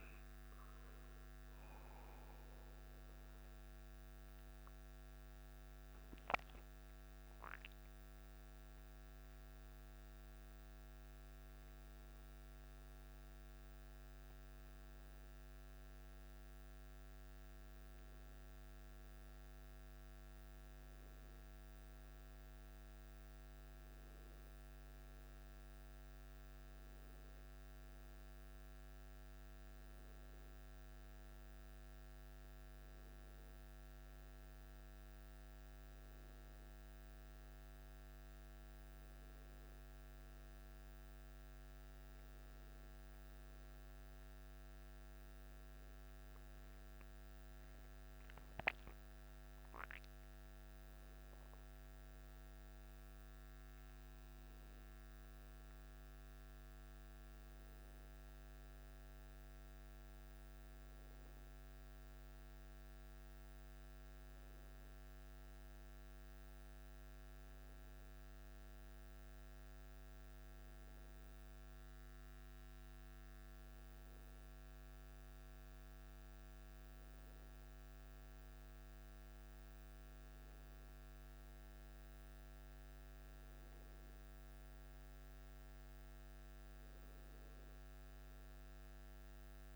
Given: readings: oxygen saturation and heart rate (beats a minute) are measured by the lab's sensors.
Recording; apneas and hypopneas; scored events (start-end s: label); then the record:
a person awake in a sleep study, hard to hear, by a microphone on the trachea; none
none scored
From the record:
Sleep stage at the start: awake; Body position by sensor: on the back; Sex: male